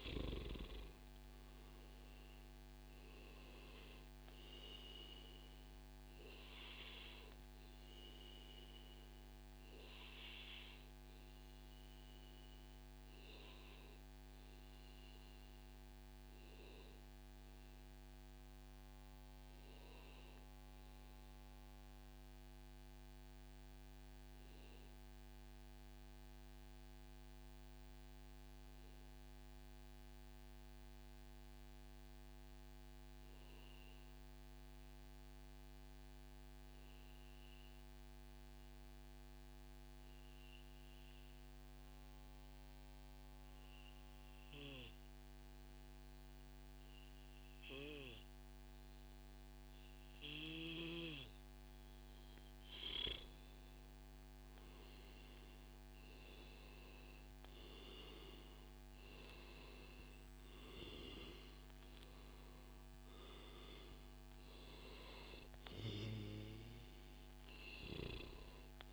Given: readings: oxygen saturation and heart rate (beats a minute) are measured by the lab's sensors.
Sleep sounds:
breathing in sleep by a microphone on the trachea; 1
0.00-7.00 s: oxygen desaturation (device-marked, oxygen 93% lowest, heart rate 96 extreme)
7.00-50.50 s: obstructive apnea (oxygen 97% before, 93% lowest, heart rate 130 before, 96 extreme)
13.00-15.00 s: long interval between heartbeats (device-marked, heart rate 136 before, 114 extreme)
17.50-19.50 s: long interval between heartbeats (device-marked, heart rate 135 before, 96 extreme)
50.00-68.93 s: oxygen desaturation (device-marked, oxygen 97% before, 93% lowest, heart rate 142 before, 103 extreme)
51.00-53.00 s: long interval between heartbeats (device-marked, heart rate 142 before, 122 extreme)
52.50-56.50 s: arousal
From the record:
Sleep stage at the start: N2 (light sleep); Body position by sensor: on the back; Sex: male

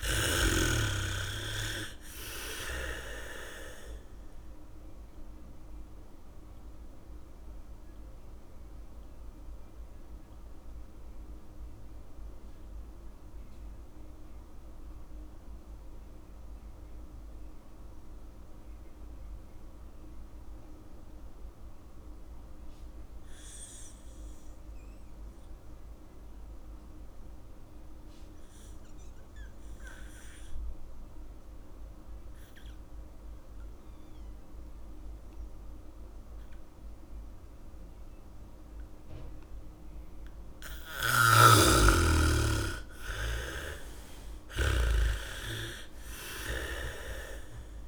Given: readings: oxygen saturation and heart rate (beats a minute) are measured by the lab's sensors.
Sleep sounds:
breathing in sleep by a room microphone; 1
0.00-1.50 s: snoring (device-marked)
0.00-2.00 s: arousal
0.00-26.00 s: oxygen desaturation (device-marked, oxygen 72% lowest, heart rate 50 extreme)
8.00-40.00 s: mixed apnea (oxygen 99% before, 72% lowest, heart rate 61 before, 56 extreme, up 4 after)
32.00-47.88 s: oxygen desaturation (device-marked, oxygen 99% before, 72% lowest, heart rate 73 before, 56 extreme)
33.00-36.00 s: bradycardia (device-marked, heart rate 70 before, 61 extreme)
41.00-43.00 s: bradycardia (device-marked, heart rate 69 before, 60 extreme)
41.50-45.50 s: snoring (device-marked)
42.50-46.50 s: arousal
44.00-46.00 s: bradycardia (device-marked, heart rate 69 before, 58 extreme)
From the record:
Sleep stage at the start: N2 (light sleep); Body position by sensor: on the back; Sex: female

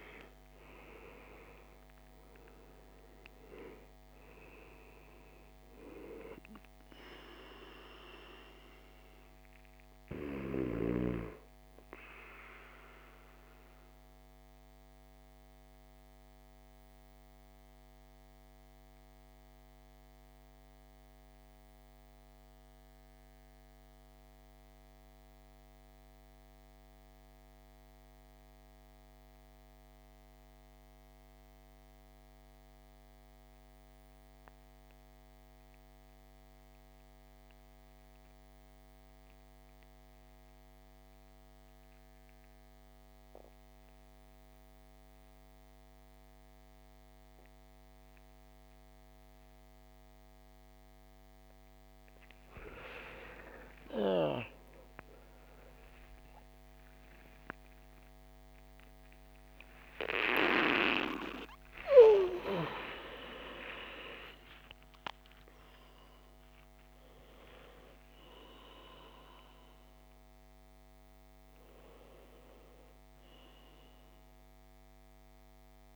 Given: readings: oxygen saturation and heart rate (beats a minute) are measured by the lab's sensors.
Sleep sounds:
breathing in sleep by a microphone on the trachea; 1
0.00-2.50 s: arousal
0.00-29.00 s: oxygen desaturation (device-marked, oxygen 75% lowest, heart rate 52 extreme)
12.00-52.50 s: mixed apnea (oxygen 99% before, 72% lowest, heart rate 63 before, 52 extreme, up 39 after)
40.00-71.00 s: oxygen desaturation (device-marked, oxygen 99% before, 80% lowest, heart rate 59 before, 57 extreme)
54.00-60.50 s: arousal
73.00-75.96 s: oxygen desaturation (device-marked, oxygen 85% before, 72% lowest, heart rate 87 before, 57 extreme)
From the record:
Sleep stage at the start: N2 (light sleep); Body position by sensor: on the back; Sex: male

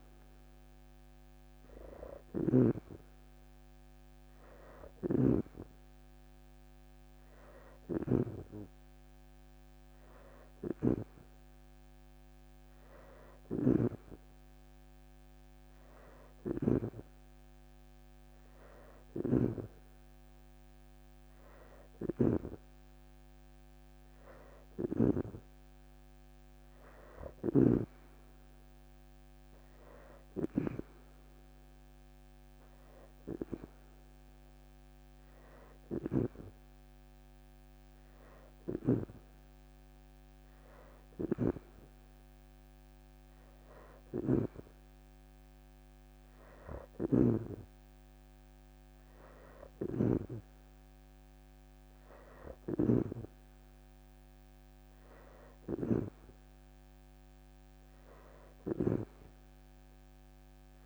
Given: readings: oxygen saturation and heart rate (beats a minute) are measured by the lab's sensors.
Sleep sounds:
breathing in sleep by a microphone on the trachea; none
0.00-16.50 s: snoring (device-marked)
11.00-12.50 s: leg movement (device-marked)
18.50-22.00 s: snoring (device-marked)
38.00-47.00 s: snoring (device-marked)
49.00-60.86 s: snoring (device-marked)
51.00-52.50 s: leg movement (device-marked)
From the record:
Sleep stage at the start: N2 (light sleep); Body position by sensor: on the back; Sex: female

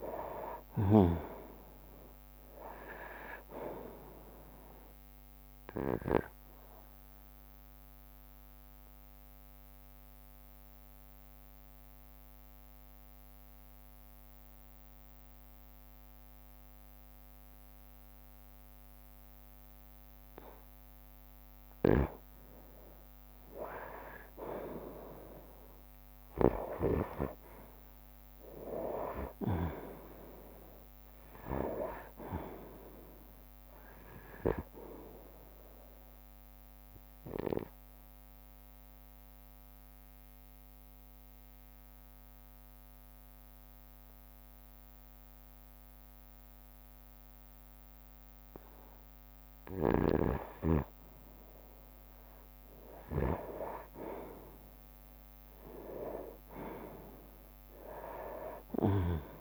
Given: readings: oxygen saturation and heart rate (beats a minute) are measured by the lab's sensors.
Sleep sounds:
breathing in sleep by a microphone on the trachea; 2
0.00-6.50 s: drop in pulse transit time (device-marked, heart rate 61 extreme)
1.50-8.50 s: oxygen desaturation (device-marked, oxygen 97% before, 93% lowest, heart rate 61 before, 59 extreme)
5.50-7.50 s: bradycardia (device-marked, heart rate 63 before, 62 extreme)
6.50-20.50 s: obstructive apnea (oxygen 97% before, 91% lowest, heart rate 62 before, 60 extreme, up 3 after)
13.50-22.50 s: oxygen desaturation (device-marked, oxygen 94% before, 91% lowest, heart rate 63 before, 60 extreme)
23.00-27.00 s: arousal
27.50-43.50 s: drop in pulse transit time (device-marked, heart rate 61 before, 62 extreme)
36.00-49.50 s: obstructive apnea (oxygen 97% before, 91% lowest, heart rate 63 before, 59 extreme, up 4 after)
41.50-55.50 s: oxygen desaturation (device-marked, oxygen 95% before, 91% lowest, heart rate 65 before, 58 extreme)
46.50-49.50 s: bradycardia (device-marked, heart rate 62 before, 60 extreme)
54.00-57.50 s: arousal
57.50-59.41 s: drop in pulse transit time (device-marked, heart rate 62 before, 60 extreme)
From the record:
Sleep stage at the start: N2 (light sleep); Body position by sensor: on the right side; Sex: male

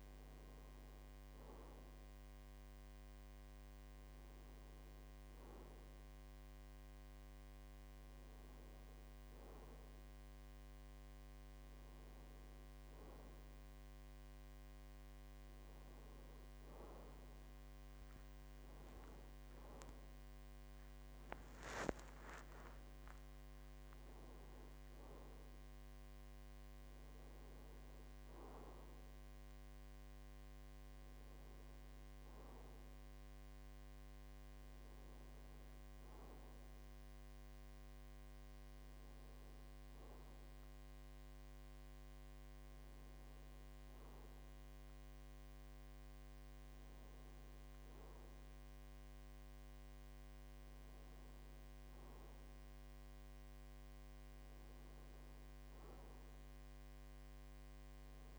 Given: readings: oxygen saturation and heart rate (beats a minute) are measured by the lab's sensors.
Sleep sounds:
breathing in sleep, hard to hear, by a microphone on the trachea; none
46.50-58.39 s: new sleep stage, awake
From the record:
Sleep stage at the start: N1 (lightest sleep); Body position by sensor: on the right side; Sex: male

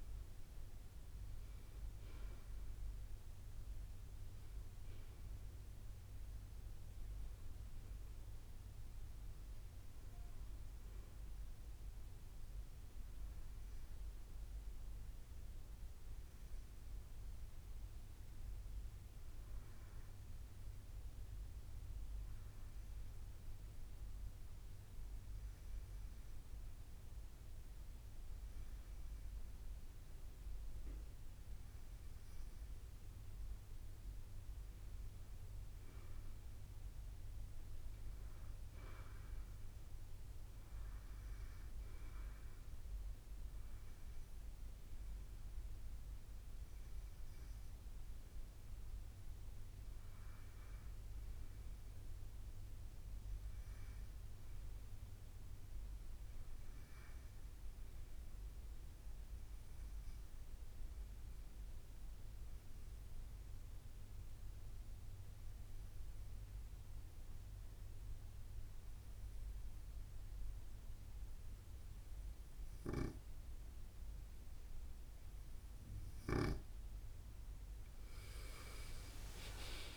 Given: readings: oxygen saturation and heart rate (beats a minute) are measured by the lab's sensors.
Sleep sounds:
breathing in sleep, hard to hear, by a room microphone; 2
0.00-6.50 s: drop in pulse transit time (device-marked, heart rate 65 extreme)
22.50-34.00 s: hypopnea (oxygen 97% before, 93% lowest, heart rate 66 before, 64 extreme, up 2 after)
36.50-40.00 s: arousal
58.50-75.50 s: obstructive apnea (oxygen 97% before, 93% lowest, heart rate 66 before, 64 extreme, up 13 after)
78.00-79.97 s: arousal
From the record:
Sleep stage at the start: N2 (light sleep); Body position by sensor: on the right side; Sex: male

